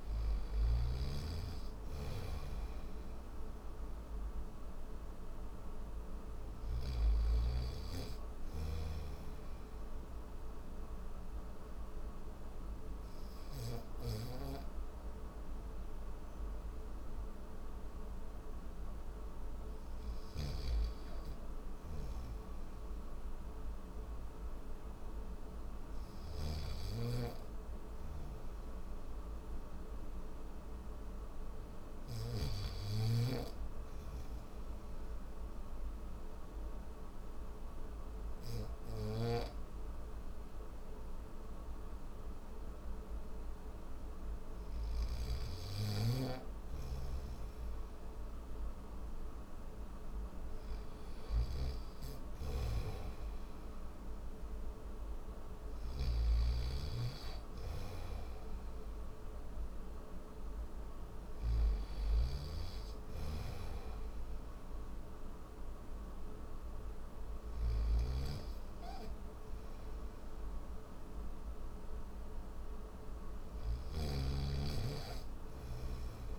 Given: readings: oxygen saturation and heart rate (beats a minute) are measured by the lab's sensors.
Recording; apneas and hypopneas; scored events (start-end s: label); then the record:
breathing in sleep by a room microphone; none
0.00-1.00 s: oxygen desaturation (device-marked, oxygen 91% lowest, heart rate 71 extreme)
0.00-6.50 s: snoring (device-marked)
19.50-32.00 s: snoring (device-marked)
37.00-76.39 s: new sleep stage, N3 (deep sleep)
38.50-61.00 s: snoring (device-marked)
67.00-73.50 s: snoring (device-marked)
From the record:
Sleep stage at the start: N1 (lightest sleep); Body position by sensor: on the back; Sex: male